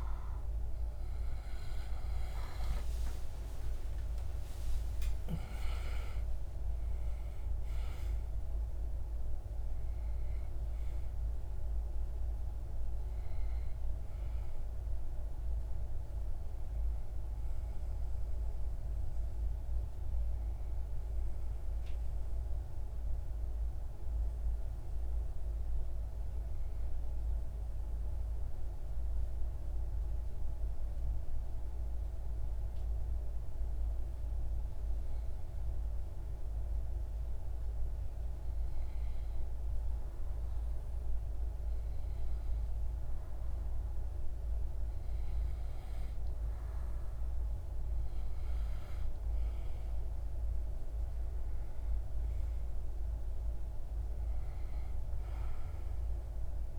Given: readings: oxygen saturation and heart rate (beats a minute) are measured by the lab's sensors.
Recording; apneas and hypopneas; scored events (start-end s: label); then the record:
breathing in sleep, hard to hear, by a room microphone; 1
1.50-6.00 s: arousal
29.50-42.50 s: obstructive apnea (oxygen 97% before, 95% lowest)
47.50-52.50 s: arousal
From the record:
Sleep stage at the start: N2 (light sleep); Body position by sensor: on the back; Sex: male